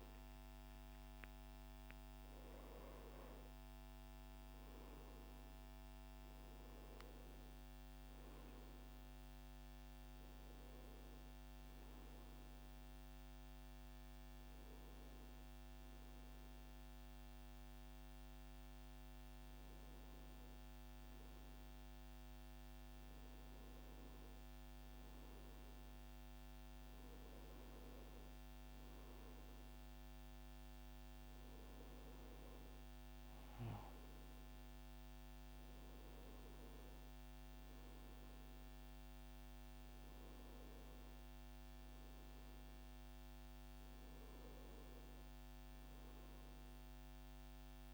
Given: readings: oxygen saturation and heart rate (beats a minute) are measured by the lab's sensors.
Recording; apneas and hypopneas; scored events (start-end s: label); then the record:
a person awake in a sleep study, hard to hear, by a microphone on the trachea; none
none scored
From the record:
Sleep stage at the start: awake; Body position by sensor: on the front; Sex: male